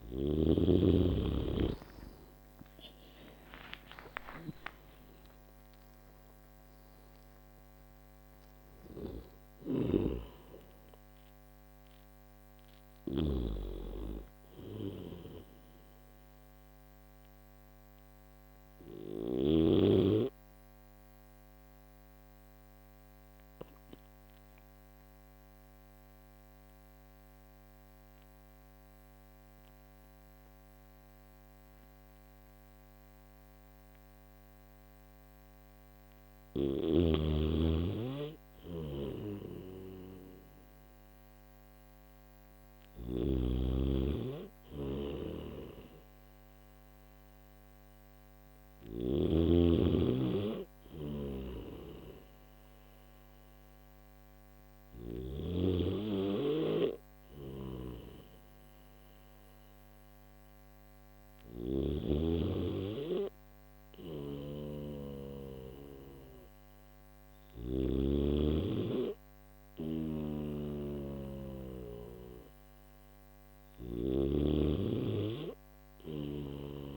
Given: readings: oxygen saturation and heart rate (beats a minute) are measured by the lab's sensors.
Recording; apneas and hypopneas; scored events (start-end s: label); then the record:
breathing in sleep by a microphone on the trachea; none
9.00-19.00 s: snoring (device-marked)
36.00-42.50 s: snoring (device-marked)
44.50-55.00 s: snoring (device-marked)
57.00-61.50 s: snoring (device-marked)
63.50-67.50 s: snoring (device-marked)
69.50-73.50 s: snoring (device-marked)
75.50-76.97 s: snoring (device-marked)
From the record:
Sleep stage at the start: N1 (lightest sleep); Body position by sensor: on the back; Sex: male